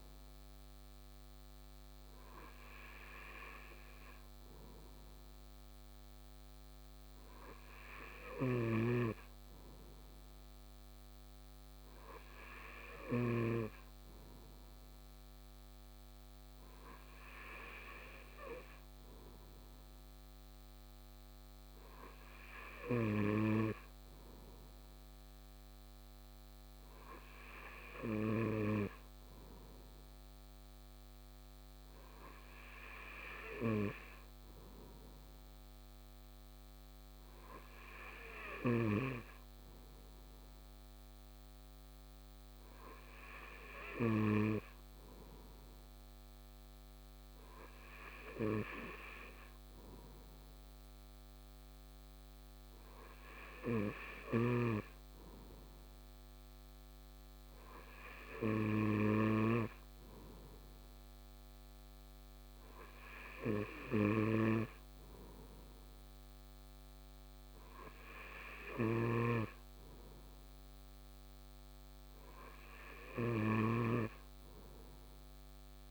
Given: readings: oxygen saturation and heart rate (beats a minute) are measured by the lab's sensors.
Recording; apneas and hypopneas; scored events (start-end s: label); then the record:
breathing in sleep by a microphone on the trachea; none
none scored
From the record:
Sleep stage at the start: N2 (light sleep); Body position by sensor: on the right side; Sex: male